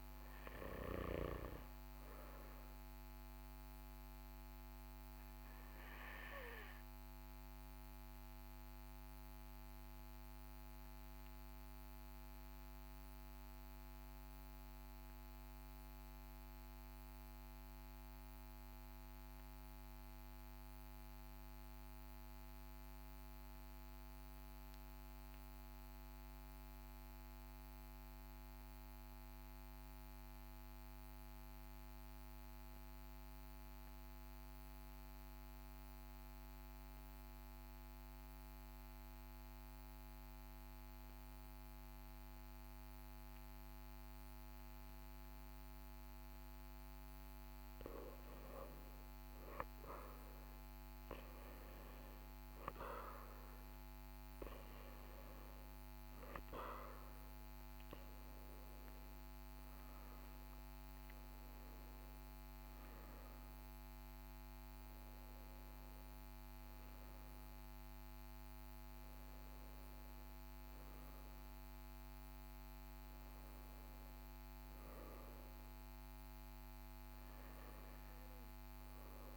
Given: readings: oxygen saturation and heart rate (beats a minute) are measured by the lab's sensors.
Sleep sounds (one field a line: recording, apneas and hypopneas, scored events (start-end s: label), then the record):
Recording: breathing in sleep by a microphone on the trachea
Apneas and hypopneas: 1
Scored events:
0.00-3.00 s: oxygen desaturation (device-marked, oxygen 90% lowest, heart rate 42 extreme)
3.50-46.50 s: obstructive apnea (oxygen 95% before, 90% lowest, heart rate 44 before, 40 extreme, up 7 after)
34.00-79.37 s: oxygen desaturation (device-marked, oxygen 99% before, 90% lowest, heart rate 43 before, 42 extreme)
47.50-52.00 s: arousal
From the record:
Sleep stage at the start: N2 (light sleep)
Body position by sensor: on the right side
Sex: male